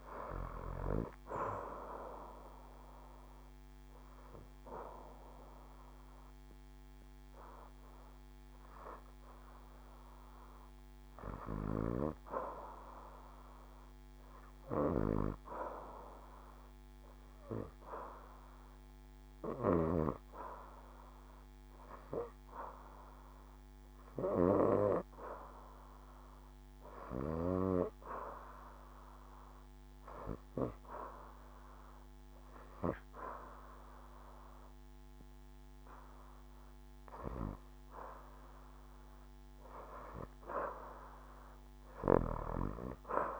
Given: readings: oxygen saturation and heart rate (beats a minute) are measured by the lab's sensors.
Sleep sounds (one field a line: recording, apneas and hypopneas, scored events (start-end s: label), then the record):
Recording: breathing in sleep by a microphone on the trachea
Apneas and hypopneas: 1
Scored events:
0.00-1.50 s: arousal
5.50-29.50 s: oxygen desaturation (device-marked, oxygen 94% before, 88% lowest, heart rate 70 before, 70 extreme)
18.50-36.50 s: hypopnea (oxygen 94% before, 79% lowest, heart rate 71 before, 74 extreme, up 3 after)
31.50-43.40 s: oxygen desaturation (device-marked, oxygen 91% before, 79% lowest, heart rate 73 before, 74 extreme)
32.00-34.50 s: leg movement (device-marked)
36.50-40.50 s: arousal
From the record:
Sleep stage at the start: REM sleep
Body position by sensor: on the back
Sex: female